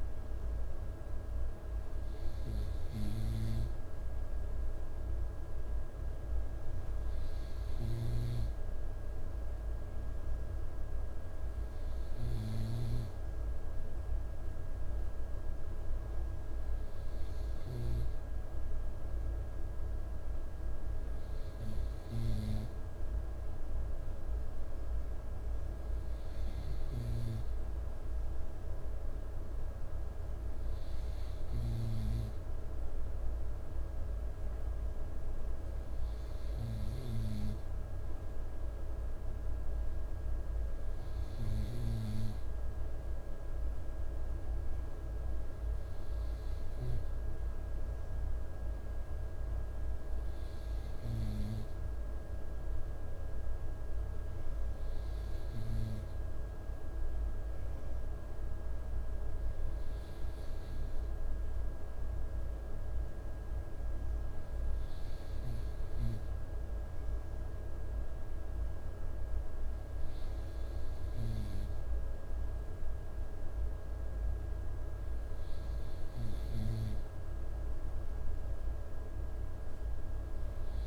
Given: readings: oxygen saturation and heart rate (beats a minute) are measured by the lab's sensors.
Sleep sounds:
breathing in sleep by a room microphone; none
none scored
From the record:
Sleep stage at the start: N2 (light sleep); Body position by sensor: on the right side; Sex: male

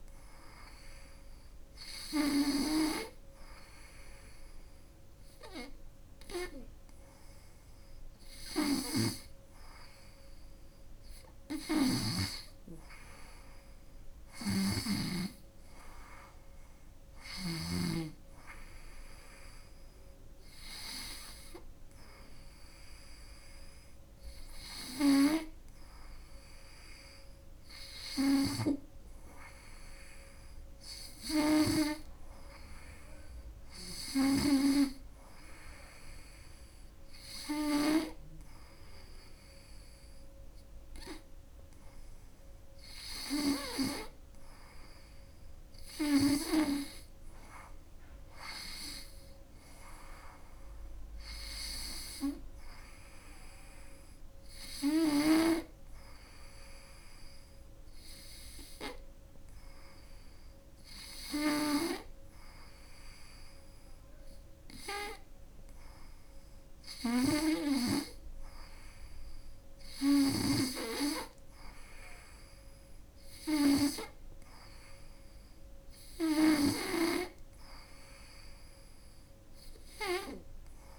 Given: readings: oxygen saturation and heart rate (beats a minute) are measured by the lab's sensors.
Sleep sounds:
breathing in sleep by a room microphone; none
11.00-14.50 s: snoring (device-marked)
66.50-70.00 s: snoring (device-marked)
From the record:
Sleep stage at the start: N2 (light sleep); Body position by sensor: on the right side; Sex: female

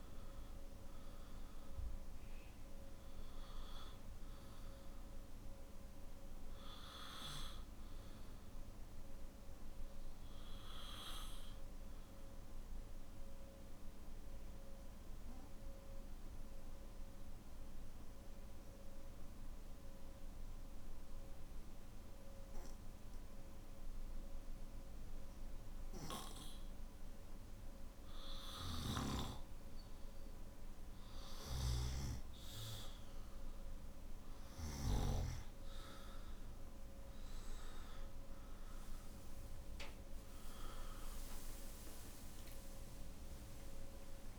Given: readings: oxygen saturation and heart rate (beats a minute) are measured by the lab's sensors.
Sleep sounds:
breathing in sleep by a room microphone; 1
0.00-9.50 s: oxygen desaturation (device-marked, oxygen 93% lowest, heart rate 51 extreme)
12.00-29.00 s: obstructive apnea (oxygen 97% before, 93% lowest, heart rate 56 before, 53 extreme, up 5 after)
32.50-44.39 s: oxygen desaturation (device-marked, oxygen 98% before, 93% lowest, heart rate 55 before, 49 extreme)
From the record:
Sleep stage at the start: N3 (deep sleep); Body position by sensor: on the back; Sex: male

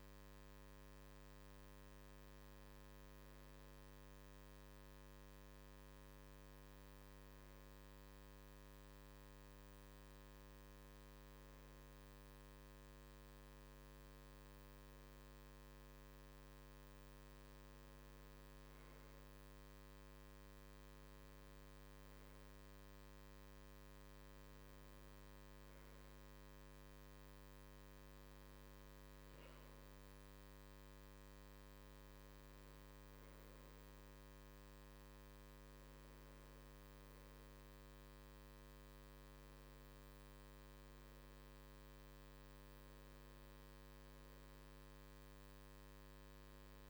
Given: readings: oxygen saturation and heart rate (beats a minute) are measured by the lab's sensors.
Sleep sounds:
breathing in sleep, hard to hear, by a microphone on the trachea; none
none scored
From the record:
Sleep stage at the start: N2 (light sleep); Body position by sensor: on the right side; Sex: male

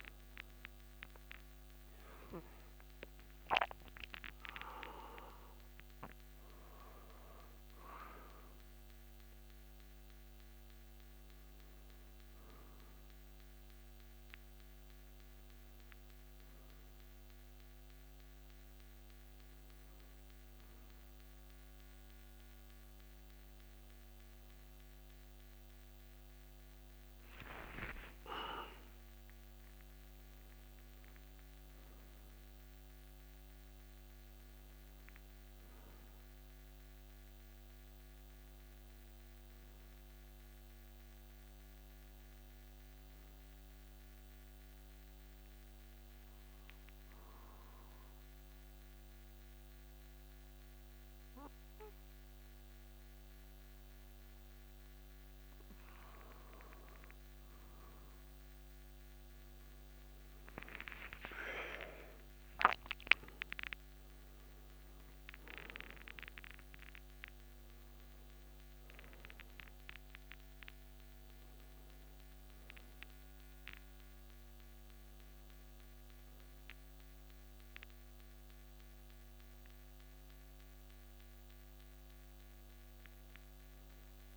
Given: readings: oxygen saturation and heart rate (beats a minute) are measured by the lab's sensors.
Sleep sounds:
breathing in sleep by a microphone on the trachea; 1
26.00-29.50 s: arousal
44.00-57.00 s: obstructive apnea (oxygen 97% before, 94% lowest)
59.50-63.50 s: arousal
62.50-84.37 s: oxygen desaturation (device-marked, oxygen 97% before, 94% lowest)
From the record:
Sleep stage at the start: N2 (light sleep); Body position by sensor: on the right side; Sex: male

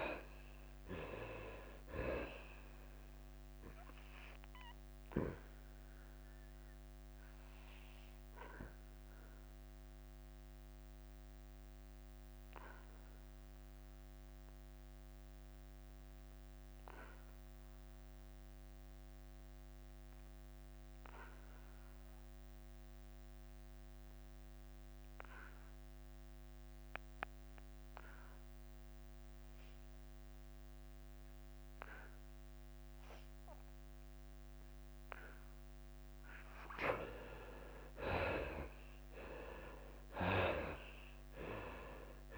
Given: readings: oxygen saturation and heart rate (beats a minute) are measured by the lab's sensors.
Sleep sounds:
breathing in sleep by a microphone on the trachea; 1
0.00-1.00 s: arousal
0.00-5.00 s: oxygen desaturation (device-marked, oxygen 91% lowest, heart rate 85 extreme)
0.00-9.00 s: drop in pulse transit time (device-marked, heart rate 93 extreme)
5.50-36.00 s: obstructive apnea (oxygen 99% before, 71% lowest, heart rate 92 before, 84 extreme, up 10 after)
15.00-24.00 s: oxygen desaturation (device-marked, oxygen 92% before, 72% lowest, heart rate 94 before, 84 extreme)
39.00-42.38 s: drop in pulse transit time (device-marked, heart rate 88 before, 89 extreme)
39.00-42.38 s: oxygen desaturation (device-marked, oxygen 98% before, 94% lowest, heart rate 88 before, 81 extreme)
39.50-42.38 s: arousal
From the record:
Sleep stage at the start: N2 (light sleep); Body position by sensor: on the back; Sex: male

